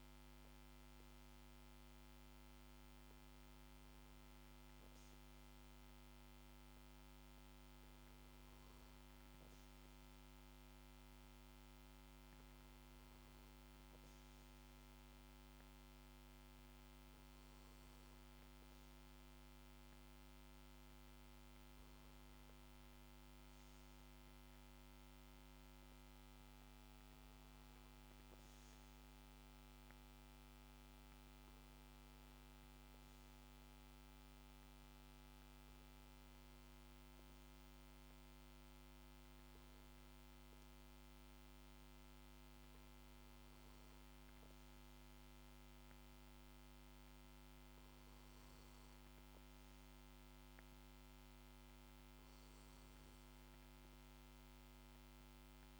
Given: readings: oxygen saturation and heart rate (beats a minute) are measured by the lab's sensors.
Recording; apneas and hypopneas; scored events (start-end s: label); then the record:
breathing in sleep, hard to hear, by a microphone on the trachea; none
none scored
From the record:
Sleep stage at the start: N2 (light sleep); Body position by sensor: on the back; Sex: male